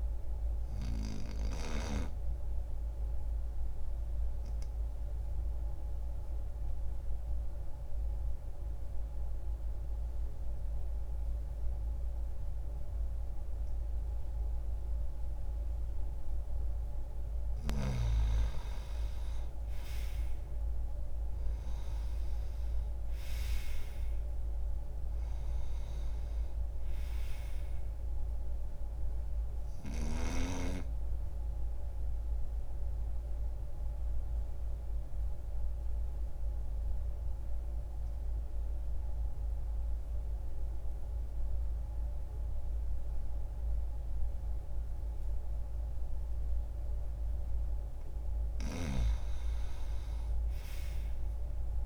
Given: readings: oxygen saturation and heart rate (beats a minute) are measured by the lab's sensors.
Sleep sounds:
breathing in sleep by a room microphone; 2
0.00-16.50 s: oxygen desaturation (device-marked, oxygen 90% lowest)
2.00-17.00 s: obstructive apnea (oxygen 98% before, 85% lowest)
18.00-22.00 s: arousal
21.50-43.50 s: oxygen desaturation (device-marked, oxygen 95% before, 85% lowest)
31.50-46.50 s: obstructive apnea (oxygen 95% before, 85% lowest)
48.00-51.86 s: arousal
From the record:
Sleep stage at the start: N2 (light sleep); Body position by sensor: on the back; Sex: male

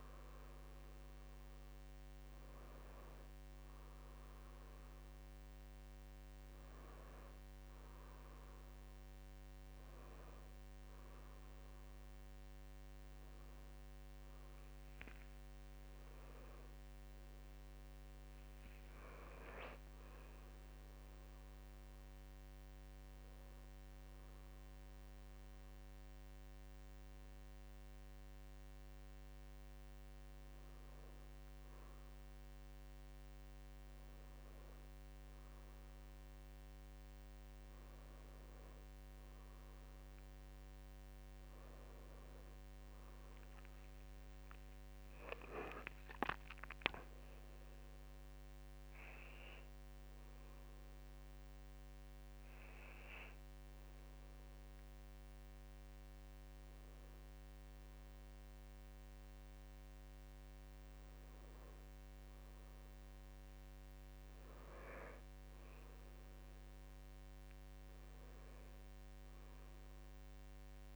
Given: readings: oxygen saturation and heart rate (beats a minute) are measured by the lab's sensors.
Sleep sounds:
breathing in sleep, hard to hear, by a microphone on the trachea; 1
5.50-12.50 s: drop in pulse transit time (device-marked, heart rate 52 before, 51 extreme)
15.00-18.00 s: arousal
21.00-31.00 s: hypopnea (oxygen 100% before, 93% lowest, heart rate 56 before, 48 extreme, up 9 after)
39.50-59.50 s: oxygen desaturation (device-marked, oxygen 97% before, 94% lowest, heart rate 53 before, 58 extreme)
43.00-47.50 s: arousal
44.50-57.50 s: drop in pulse transit time (device-marked, heart rate 53 before, 61 extreme)
68.50-70.96 s: new sleep stage, N2 (light sleep)
From the record:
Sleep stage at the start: N1 (lightest sleep); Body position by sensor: on the back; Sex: male

